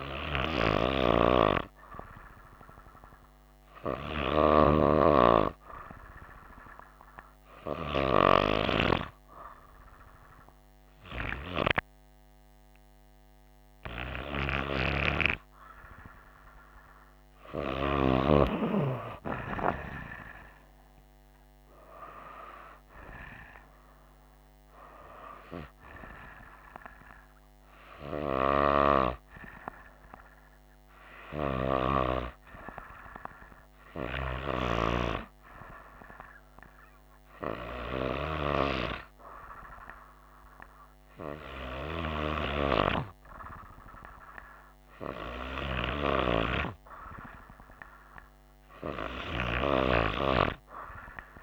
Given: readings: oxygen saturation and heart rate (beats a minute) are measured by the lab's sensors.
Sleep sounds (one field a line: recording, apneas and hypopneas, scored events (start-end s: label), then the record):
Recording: breathing in sleep by a microphone on the trachea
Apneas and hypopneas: 1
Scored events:
7.00-18.00 s: hypopnea (oxygen 95% before, 94% lowest, heart rate 63 before, 62 extreme, up 4 after)
20.00-23.50 s: arousal
From the record:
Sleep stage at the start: N2 (light sleep)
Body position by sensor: on the right side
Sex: female